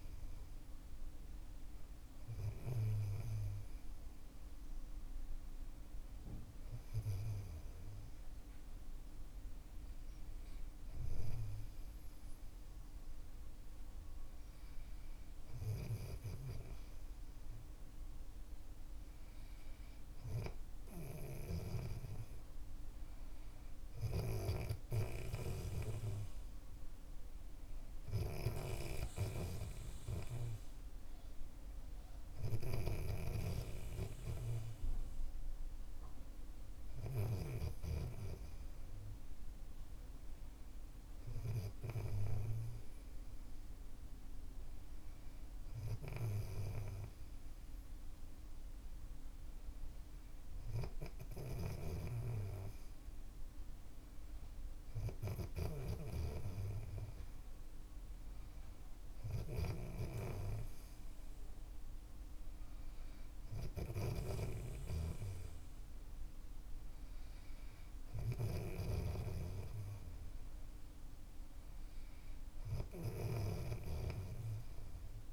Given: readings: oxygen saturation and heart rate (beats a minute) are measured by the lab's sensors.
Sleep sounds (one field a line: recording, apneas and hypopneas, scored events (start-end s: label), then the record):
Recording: breathing in sleep by a room microphone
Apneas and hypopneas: none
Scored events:
24.00-37.50 s: snoring (device-marked)
51.50-75.33 s: snoring (device-marked)
From the record:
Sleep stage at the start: N3 (deep sleep)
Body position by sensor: on the back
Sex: male